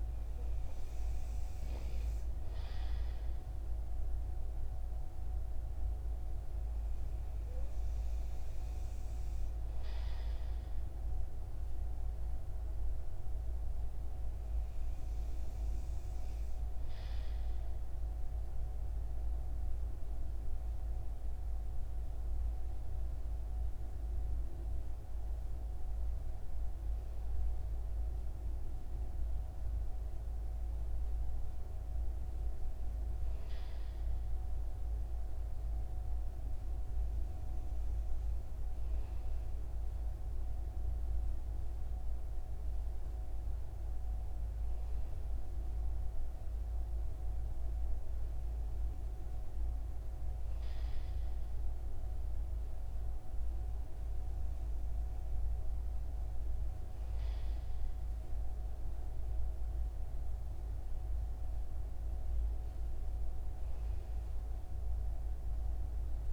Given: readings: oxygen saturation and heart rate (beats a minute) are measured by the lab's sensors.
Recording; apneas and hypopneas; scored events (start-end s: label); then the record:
breathing in sleep, hard to hear, by a room microphone; none
43.00-66.33 s: new sleep stage, REM sleep
From the record:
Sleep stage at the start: N2 (light sleep); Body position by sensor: on the right side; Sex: male